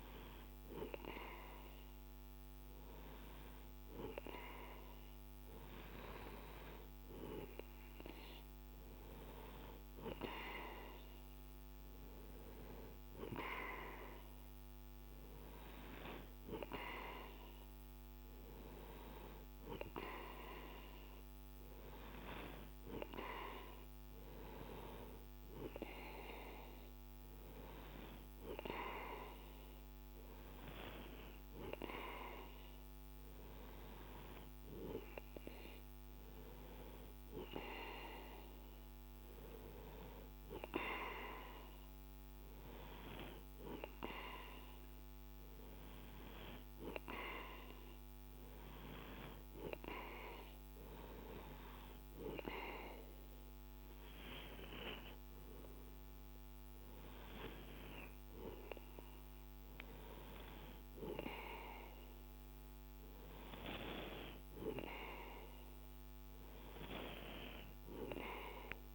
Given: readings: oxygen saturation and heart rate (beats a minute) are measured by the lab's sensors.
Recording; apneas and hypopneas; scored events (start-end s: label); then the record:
a person awake in a sleep study, by a microphone on the trachea; none
none scored
From the record:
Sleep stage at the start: awake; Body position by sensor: on the right side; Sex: male